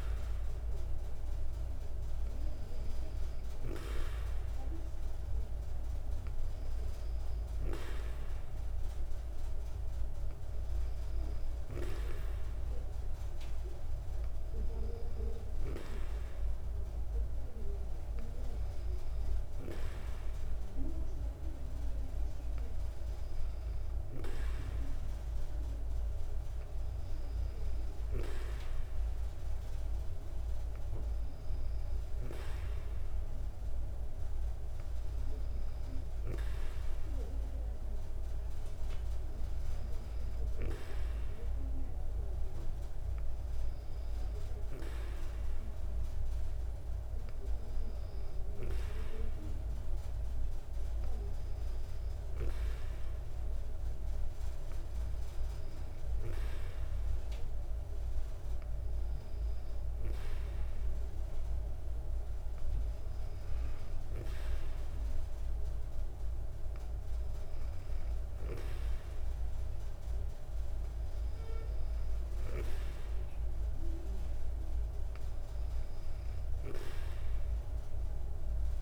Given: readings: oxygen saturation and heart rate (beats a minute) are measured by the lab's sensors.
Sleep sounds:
breathing in sleep by a room microphone; none
none scored
From the record:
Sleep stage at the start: N2 (light sleep); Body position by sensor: on the back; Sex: female

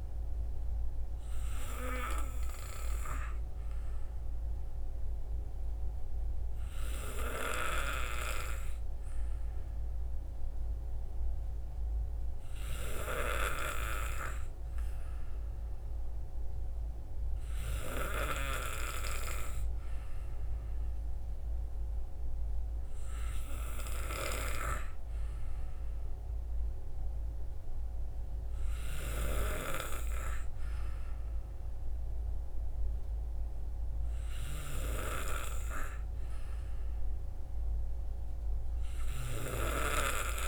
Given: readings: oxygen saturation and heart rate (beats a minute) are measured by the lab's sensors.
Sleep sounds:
breathing in sleep by a room microphone; none
none scored
From the record:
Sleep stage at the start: N2 (light sleep); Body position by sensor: on the back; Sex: male

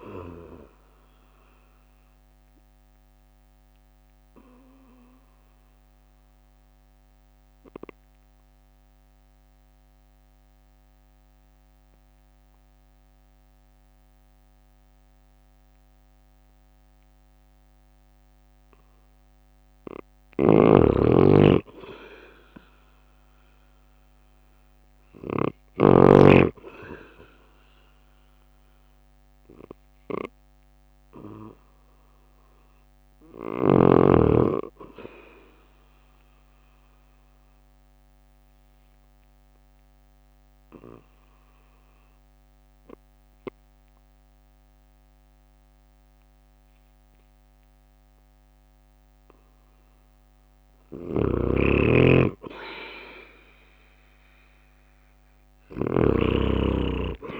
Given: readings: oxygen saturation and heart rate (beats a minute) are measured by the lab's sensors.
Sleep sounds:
breathing in sleep by a microphone on the trachea; 2
0.00-10.00 s: drop in pulse transit time (device-marked, heart rate 52 extreme)
2.50-18.50 s: mixed apnea (oxygen 98% before, 93% lowest, heart rate 57 before, 52 extreme, up 7 after)
20.00-25.50 s: snoring (device-marked)
21.00-24.50 s: arousal
22.00-31.00 s: oxygen desaturation (device-marked, oxygen 97% before, 93% lowest, heart rate 55 before, 52 extreme)
26.00-41.00 s: drop in pulse transit time (device-marked, heart rate 55 before, 52 extreme)
35.00-49.50 s: obstructive apnea (oxygen 97% before, 94% lowest, heart rate 56 before, 52 extreme, up 9 after)
51.50-55.00 s: arousal
56.00-57.39 s: oxygen desaturation (device-marked, oxygen 98% before, 94% lowest, heart rate 54 before, 52 extreme)
From the record:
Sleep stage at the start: N2 (light sleep); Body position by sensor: on the right side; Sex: male

